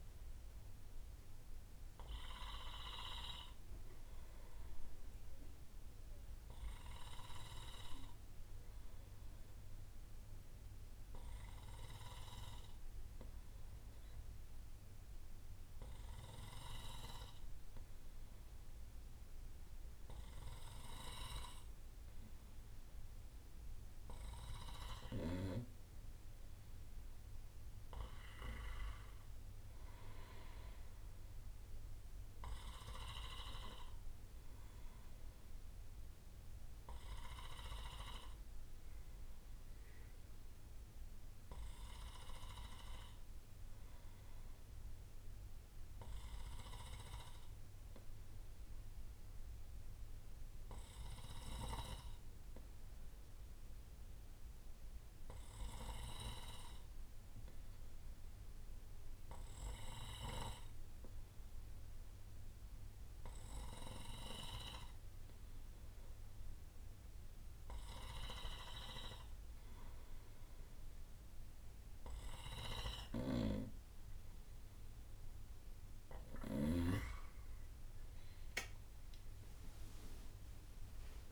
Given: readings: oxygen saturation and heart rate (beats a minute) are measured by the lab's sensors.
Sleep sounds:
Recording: breathing in sleep by a room microphone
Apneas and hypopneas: 2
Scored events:
7.00-10.00 s: bradycardia (device-marked, heart rate 68 before, 61 extreme)
7.00-27.50 s: obstructive apnea (oxygen 96% before, 93% lowest, heart rate 62 before, 60 extreme, up 4 after)
31.00-35.00 s: arousal
47.00-68.00 s: obstructive apnea (oxygen 95% before, 93% lowest, heart rate 64 before, 59 extreme, up 4 after)
51.00-53.00 s: bradycardia (device-marked, heart rate 66 before, 60 extreme)
73.50-77.00 s: snoring (device-marked)
81.00-81.32 s: new sleep stage, awake
From the record:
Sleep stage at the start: N2 (light sleep)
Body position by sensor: on the right side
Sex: male

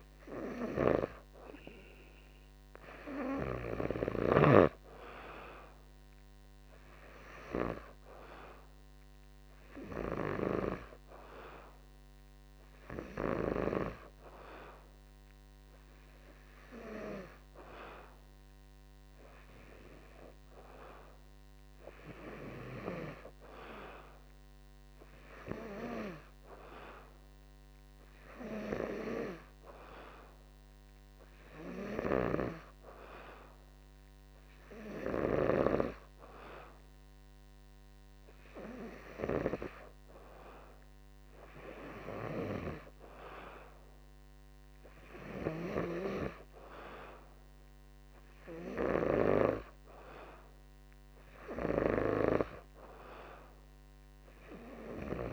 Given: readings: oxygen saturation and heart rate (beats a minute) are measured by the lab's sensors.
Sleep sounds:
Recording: breathing in sleep by a microphone on the trachea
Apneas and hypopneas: none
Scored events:
none scored
From the record:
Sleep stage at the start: N2 (light sleep)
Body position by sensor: on the back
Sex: male

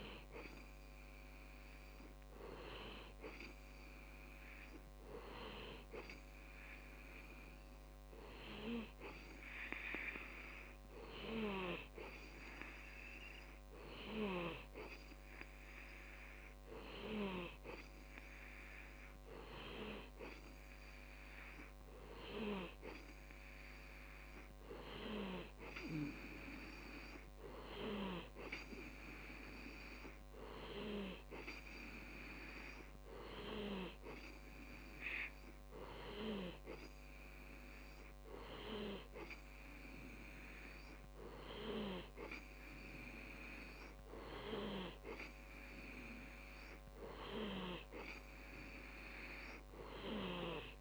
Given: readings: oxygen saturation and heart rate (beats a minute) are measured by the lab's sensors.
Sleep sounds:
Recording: breathing in sleep by a microphone on the trachea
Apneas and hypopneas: none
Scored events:
0.00-5.50 s: oxygen desaturation (device-marked, oxygen 93% lowest)
From the record:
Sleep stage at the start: N2 (light sleep)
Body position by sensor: on the back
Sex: male

